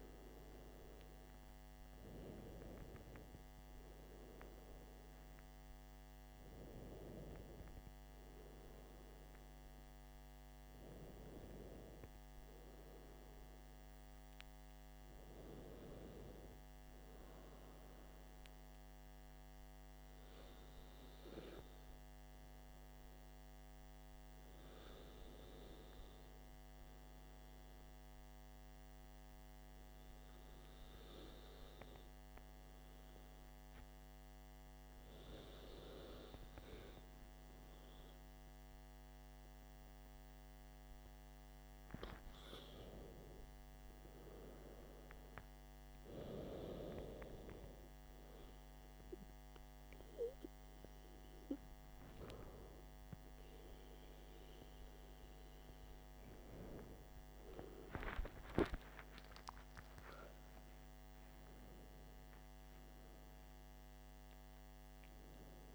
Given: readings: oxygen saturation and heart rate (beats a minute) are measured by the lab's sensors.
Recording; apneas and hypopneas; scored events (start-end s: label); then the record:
breathing in sleep by a microphone on the trachea; 1
19.50-44.00 s: hypopnea (oxygen 95% before, 93% lowest, heart rate 63 before, 55 extreme, up 1 after)
34.50-63.50 s: oxygen desaturation (device-marked, oxygen 97% before, 93% lowest, heart rate 59 before, 54 extreme)
56.00-62.00 s: arousal
From the record:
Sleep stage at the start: N2 (light sleep); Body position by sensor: on the back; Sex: male